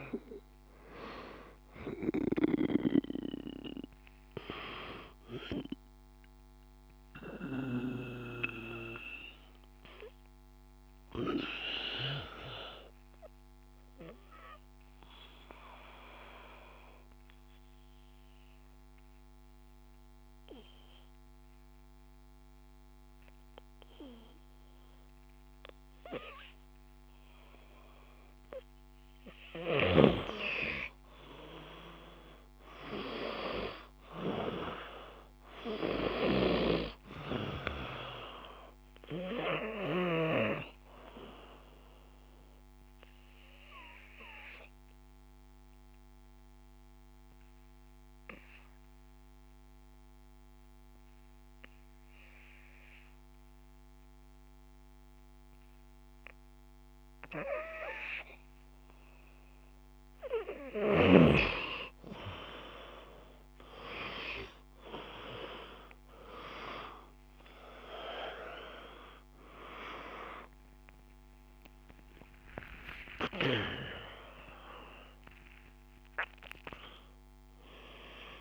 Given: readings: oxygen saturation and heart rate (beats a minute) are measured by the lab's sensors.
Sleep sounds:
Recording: breathing in sleep by a microphone on the trachea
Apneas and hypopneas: 2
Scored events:
0.00-24.00 s: oxygen desaturation (device-marked, oxygen 96% before, 88% lowest, heart rate 53 before, 52 extreme)
6.00-27.50 s: obstructive apnea (oxygen 96% before, 88% lowest, heart rate 54 before, 49 extreme, up 3 after)
30.50-33.50 s: arousal
38.00-58.00 s: oxygen desaturation (device-marked, oxygen 97% before, 92% lowest, heart rate 55 before, 49 extreme)
38.50-59.50 s: obstructive apnea (oxygen 97% before, 92% lowest, heart rate 55 before, 49 extreme, up 5 after)
69.00-74.00 s: arousal
From the record:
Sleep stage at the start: N2 (light sleep)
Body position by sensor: on the back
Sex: male

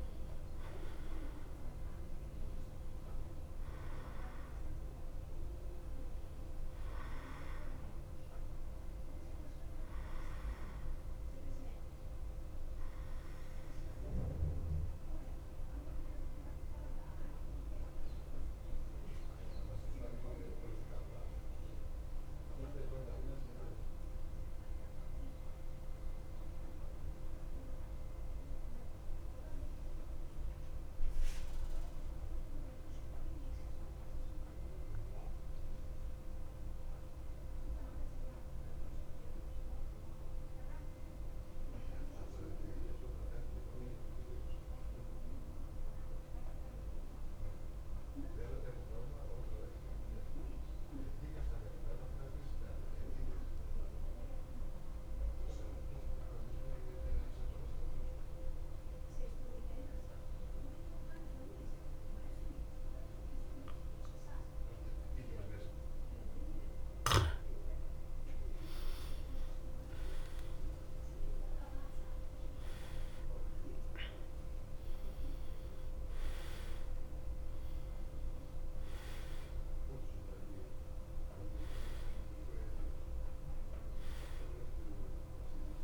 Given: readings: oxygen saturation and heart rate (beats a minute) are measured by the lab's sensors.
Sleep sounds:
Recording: breathing in sleep, hard to hear, by a room microphone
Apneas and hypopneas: 1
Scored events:
0.00-37.50 s: oxygen desaturation (device-marked, oxygen 87% lowest, heart rate 52 extreme)
20.50-65.00 s: mixed apnea (oxygen 95% before, 87% lowest, heart rate 57 before, 52 extreme, up 4 after)
65.50-85.84 s: oxygen desaturation (device-marked, oxygen 97% before, 87% lowest, heart rate 54 before, 51 extreme)
68.00-73.00 s: arousal
From the record:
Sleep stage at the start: N2 (light sleep)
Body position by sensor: on the back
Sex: male

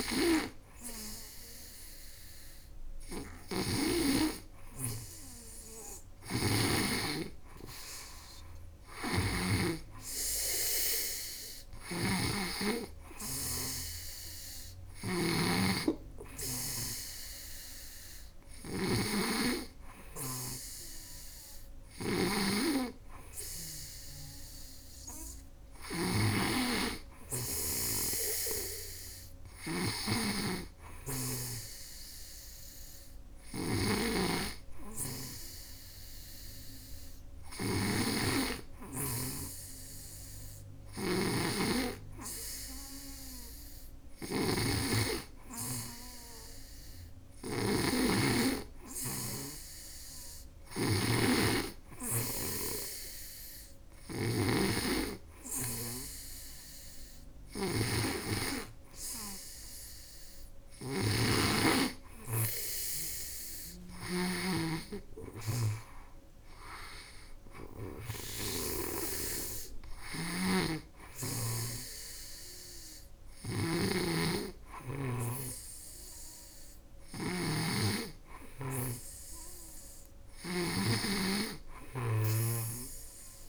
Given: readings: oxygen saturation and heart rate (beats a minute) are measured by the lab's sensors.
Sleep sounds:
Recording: breathing in sleep by a room microphone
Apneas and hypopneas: none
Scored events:
0.00-3.50 s: snoring (device-marked)
5.50-9.00 s: snoring (device-marked)
11.00-83.49 s: snoring (device-marked)
From the record:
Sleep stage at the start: N2 (light sleep)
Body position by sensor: on the back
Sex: female

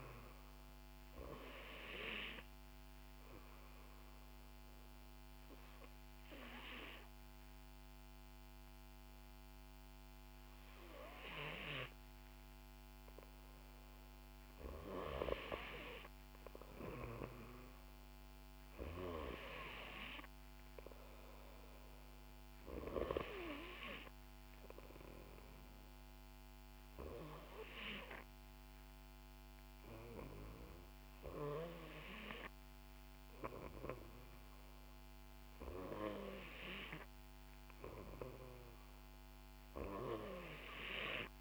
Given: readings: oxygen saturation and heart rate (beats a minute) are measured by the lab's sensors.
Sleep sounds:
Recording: breathing in sleep by a microphone on the trachea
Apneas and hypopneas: 1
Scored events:
0.50-13.50 s: oxygen desaturation (device-marked, oxygen 93% before, 90% lowest, heart rate 62 before, 59 extreme)
4.00-14.00 s: obstructive apnea (oxygen 93% before, 90% lowest, heart rate 62 before, 59 extreme, up 5 after)
16.00-19.50 s: arousal
From the record:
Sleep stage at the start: N2 (light sleep)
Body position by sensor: on the back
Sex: female

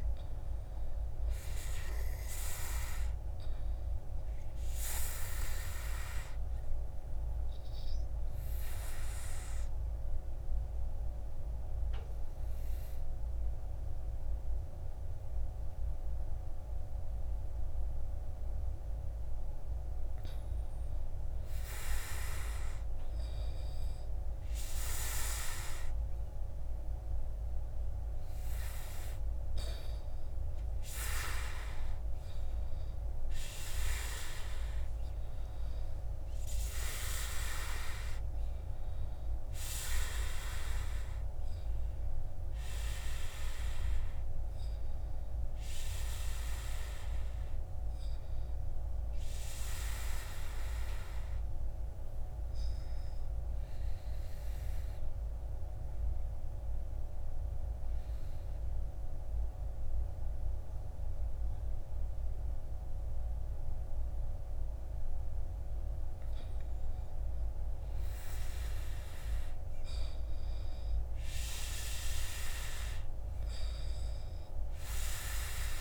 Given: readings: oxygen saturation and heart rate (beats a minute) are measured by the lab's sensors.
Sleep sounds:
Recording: breathing in sleep by a room microphone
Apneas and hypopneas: 2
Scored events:
0.00-22.00 s: oxygen desaturation (device-marked, oxygen 81% lowest, heart rate 55 extreme)
5.50-19.00 s: obstructive apnea (oxygen 98% before, 81% lowest, heart rate 65 before, 55 extreme, up 6 after)
22.00-26.00 s: arousal
37.00-56.00 s: oxygen desaturation (device-marked, oxygen 99% before, 93% lowest, heart rate 59 before, 50 extreme)
52.00-64.50 s: obstructive apnea (oxygen 99% before, 93% lowest, heart rate 61 before, 50 extreme, up 10 after)
66.50-70.50 s: arousal
From the record:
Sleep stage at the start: N2 (light sleep)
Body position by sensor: on the back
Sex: male

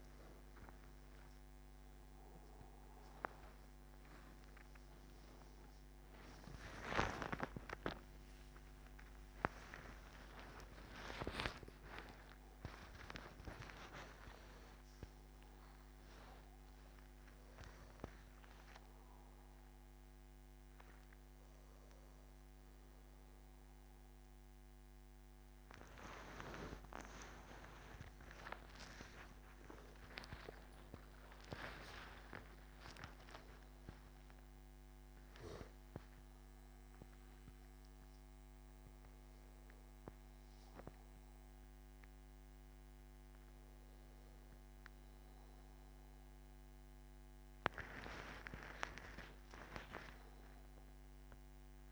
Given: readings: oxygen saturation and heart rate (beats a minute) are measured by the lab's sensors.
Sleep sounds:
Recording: a person awake in a sleep study, by a microphone on the trachea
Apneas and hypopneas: none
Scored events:
0.00-1.00 s: tachycardia (device-marked, heart rate 112 extreme)
3.00-14.00 s: tachycardia (device-marked, heart rate 79 before, 122 extreme)
5.50-7.50 s: long interval between heartbeats (device-marked, heart rate 99 before, 98 extreme)
10.50-12.50 s: long interval between heartbeats (device-marked, heart rate 103 before, 119 extreme)
26.00-32.00 s: tachycardia (device-marked, heart rate 80 before, 111 extreme)
28.50-30.50 s: long interval between heartbeats (device-marked, heart rate 102 before, 96 extreme)
From the record:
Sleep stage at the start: awake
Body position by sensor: on the back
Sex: male

